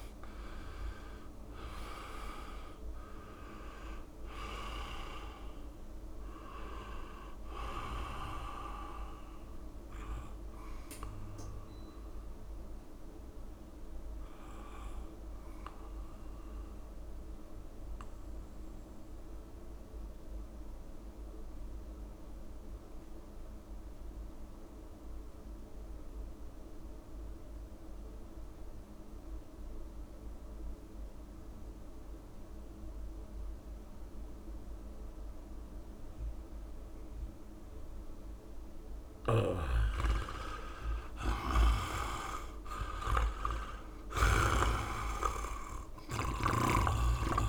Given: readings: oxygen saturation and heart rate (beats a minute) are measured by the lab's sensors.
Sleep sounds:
breathing in sleep by a room microphone; 1
0.00-3.00 s: arousal
0.00-24.00 s: oxygen desaturation (device-marked, oxygen 76% lowest, heart rate 65 extreme)
6.00-8.00 s: long interval between heartbeats (device-marked, heart rate 79 before, 98 extreme)
10.50-12.50 s: long interval between heartbeats (device-marked, heart rate 85 before, 97 extreme)
11.00-40.00 s: mixed apnea (oxygen 92% before, 76% lowest, heart rate 86 before, 69 extreme, up 20 after)
37.00-47.49 s: oxygen desaturation (device-marked, oxygen 100% before, 82% lowest, heart rate 72 before, 66 extreme)
39.00-44.50 s: snoring (device-marked)
41.00-43.00 s: long interval between heartbeats (device-marked, heart rate 72 before, 91 extreme)
41.00-44.00 s: arousal
45.50-47.49 s: long interval between heartbeats (device-marked, heart rate 75 before, 90 extreme)
From the record:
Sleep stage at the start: N2 (light sleep); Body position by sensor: on the back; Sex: male

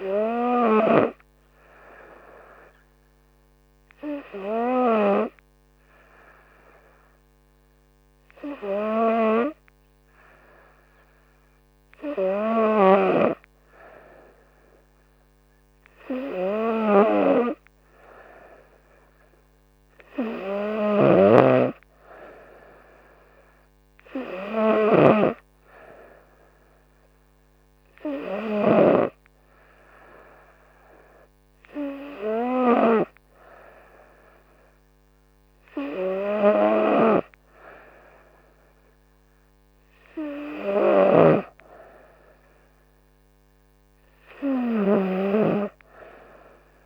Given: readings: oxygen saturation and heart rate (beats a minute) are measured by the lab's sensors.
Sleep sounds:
breathing in sleep by a microphone on the trachea; none
none scored
From the record:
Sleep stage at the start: N3 (deep sleep); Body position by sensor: on the right side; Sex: female

